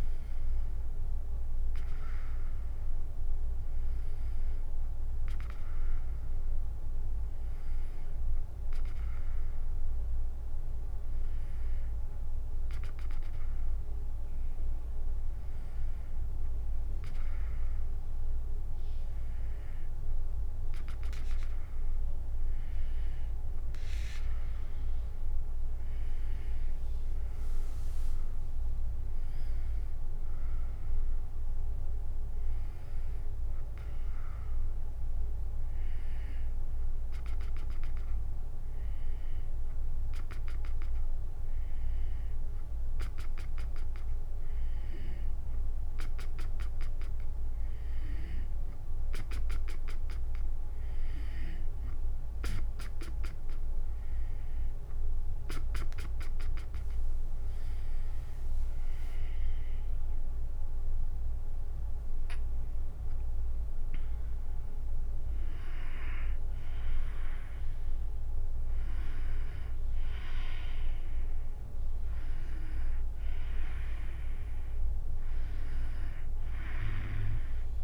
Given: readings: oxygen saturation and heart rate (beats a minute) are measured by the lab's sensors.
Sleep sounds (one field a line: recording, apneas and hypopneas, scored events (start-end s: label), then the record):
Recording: breathing in sleep by a room microphone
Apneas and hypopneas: none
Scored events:
none scored
From the record:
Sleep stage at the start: N2 (light sleep)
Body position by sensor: on the back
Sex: female